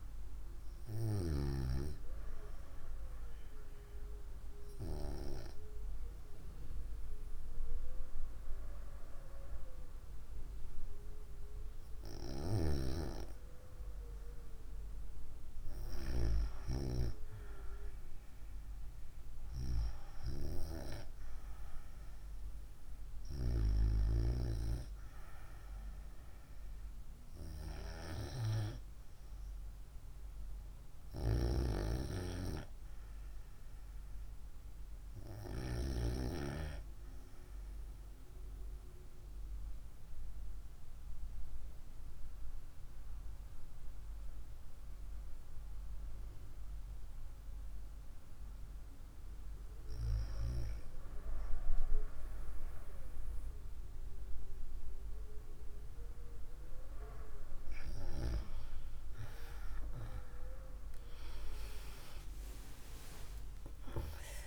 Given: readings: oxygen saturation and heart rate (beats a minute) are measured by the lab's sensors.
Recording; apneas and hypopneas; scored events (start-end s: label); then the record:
breathing in sleep by a room microphone; 1
2.50-64.47 s: new sleep stage, N2 (light sleep)
39.00-50.00 s: obstructive apnea (oxygen 97% before, 93% lowest, heart rate 65 before, 60 extreme, up 0 after)
62.50-64.47 s: arousal
From the record:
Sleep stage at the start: N1 (lightest sleep); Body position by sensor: on the right side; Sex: female